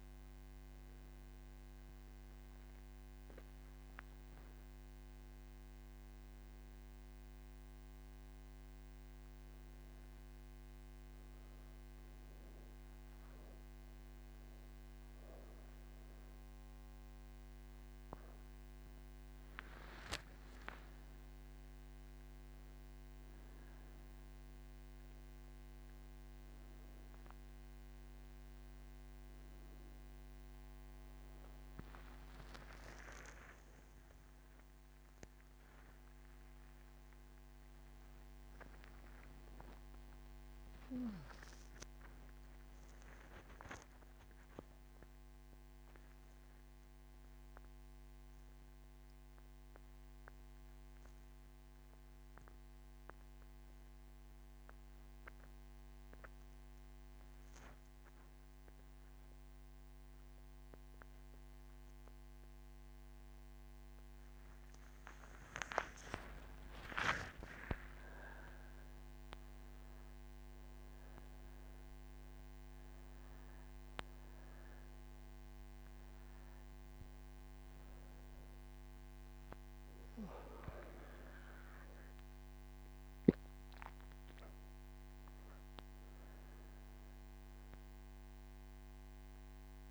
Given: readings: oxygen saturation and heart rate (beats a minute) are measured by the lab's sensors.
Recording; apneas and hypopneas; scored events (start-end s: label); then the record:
breathing in sleep by a microphone on the trachea; 2
7.50-18.50 s: hypopnea (oxygen 98% before, 95% lowest)
28.00-45.00 s: oxygen desaturation (device-marked, oxygen 99% before, 95% lowest)
53.50-64.50 s: obstructive apnea (oxygen 99% before, 95% lowest)
From the record:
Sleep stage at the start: N3 (deep sleep); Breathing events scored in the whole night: 113 in 5.3 hours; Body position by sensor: on the right side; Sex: female